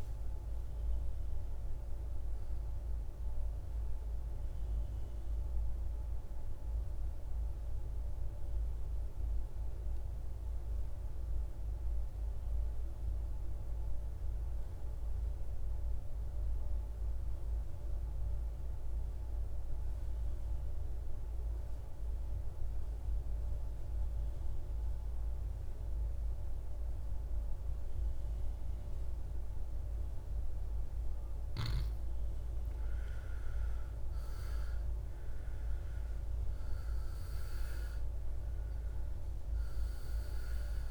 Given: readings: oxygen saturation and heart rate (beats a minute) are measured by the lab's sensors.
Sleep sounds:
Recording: breathing in sleep, hard to hear, by a room microphone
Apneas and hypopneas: 1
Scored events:
0.00-13.50 s: oxygen desaturation (device-marked, oxygen 84% lowest, heart rate 54 extreme)
6.50-31.00 s: mixed apnea (oxygen 98% before, 84% lowest, heart rate 69 before, 54 extreme, up 14 after)
30.50-40.91 s: oxygen desaturation (device-marked, oxygen 99% before, 84% lowest, heart rate 57 before, 53 extreme)
33.50-37.50 s: arousal
From the record:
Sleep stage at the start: N2 (light sleep)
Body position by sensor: on the back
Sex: male

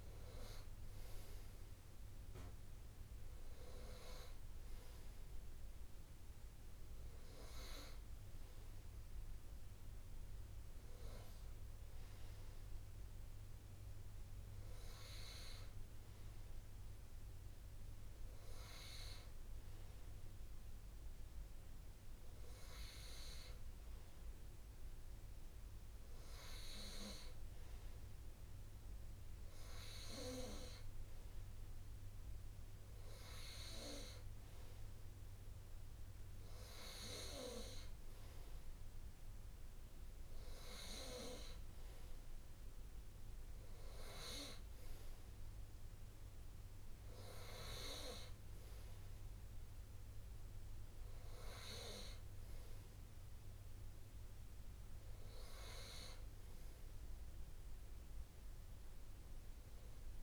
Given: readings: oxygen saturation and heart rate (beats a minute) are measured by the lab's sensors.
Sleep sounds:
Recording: breathing in sleep by a room microphone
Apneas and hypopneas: none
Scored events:
0.00-1.50 s: long interval between heartbeats (device-marked)
6.50-8.50 s: long interval between heartbeats (device-marked, heart rate 37 before, 26 extreme)
10.50-12.50 s: long interval between heartbeats (device-marked, heart rate 33 before, 38 extreme)
14.00-16.00 s: long interval between heartbeats (device-marked, heart rate 32 before, 56 extreme)
18.00-20.00 s: long interval between heartbeats (device-marked, heart rate 35 before, 45 extreme)
32.00-34.00 s: long interval between heartbeats (device-marked, heart rate 47 before, 62 extreme)
36.00-38.00 s: long interval between heartbeats (device-marked, heart rate 47 before, 44 extreme)
40.00-42.00 s: long interval between heartbeats (device-marked, heart rate 46 before, 31 extreme)
48.00-50.00 s: long interval between heartbeats (device-marked, heart rate 46 before, 46 extreme)
54.00-56.00 s: long interval between heartbeats (device-marked, heart rate 42 before, 52 extreme)
From the record:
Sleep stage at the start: N2 (light sleep)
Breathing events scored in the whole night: 154 in 4.7 hours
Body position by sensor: on the right side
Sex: male

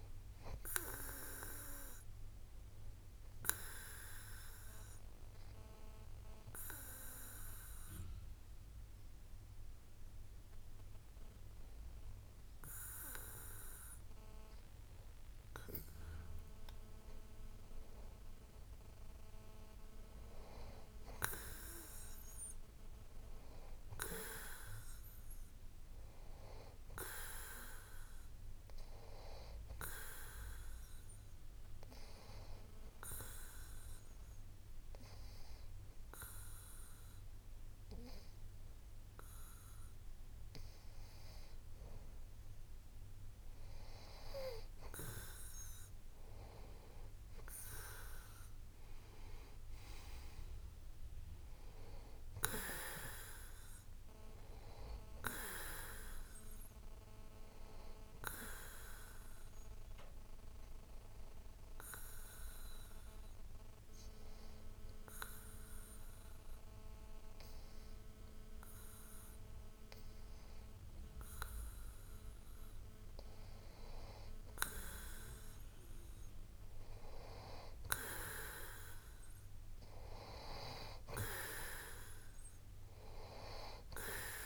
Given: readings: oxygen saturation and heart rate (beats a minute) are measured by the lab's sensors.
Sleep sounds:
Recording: breathing in sleep by a room microphone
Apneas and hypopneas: 3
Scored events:
6.00-18.00 s: hypopnea (oxygen 94% before, 92% lowest)
20.00-23.50 s: arousal
33.00-44.00 s: obstructive apnea (oxygen 95% before, 92% lowest)
47.00-50.00 s: arousal
60.50-73.50 s: obstructive apnea (oxygen 94% before, 91% lowest)
77.00-80.50 s: arousal
From the record:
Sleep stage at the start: N2 (light sleep)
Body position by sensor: on the back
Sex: male

